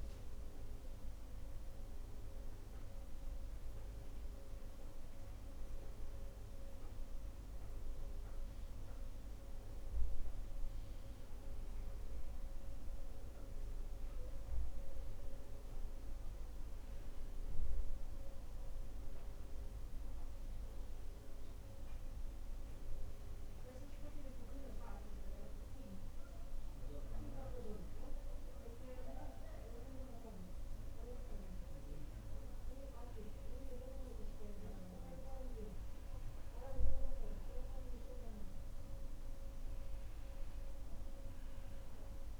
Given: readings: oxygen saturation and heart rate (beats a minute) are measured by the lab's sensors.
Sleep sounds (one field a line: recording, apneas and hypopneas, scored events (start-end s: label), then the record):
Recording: breathing in sleep by a room microphone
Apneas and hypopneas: none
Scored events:
none scored
From the record:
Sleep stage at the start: N2 (light sleep)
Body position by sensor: on the back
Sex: female